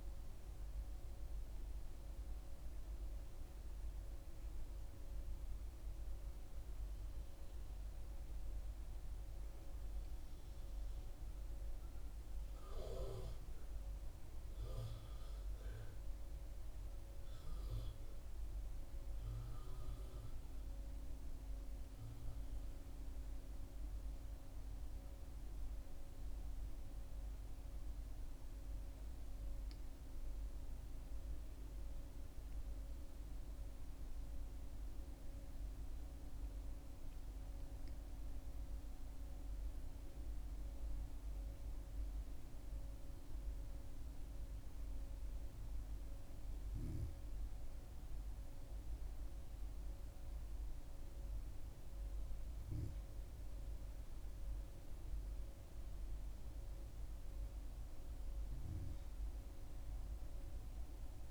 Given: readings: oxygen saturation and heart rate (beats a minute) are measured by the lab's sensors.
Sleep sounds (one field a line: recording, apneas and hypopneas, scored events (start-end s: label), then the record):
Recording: breathing in sleep, hard to hear, by a room microphone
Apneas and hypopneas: 1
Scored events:
8.00-12.00 s: arousal
19.00-29.00 s: hypopnea (oxygen 96% before, 94% lowest, heart rate 73 before, 71 extreme, up 6 after)
30.50-34.00 s: arousal
From the record:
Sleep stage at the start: N2 (light sleep)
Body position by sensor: on the back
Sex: female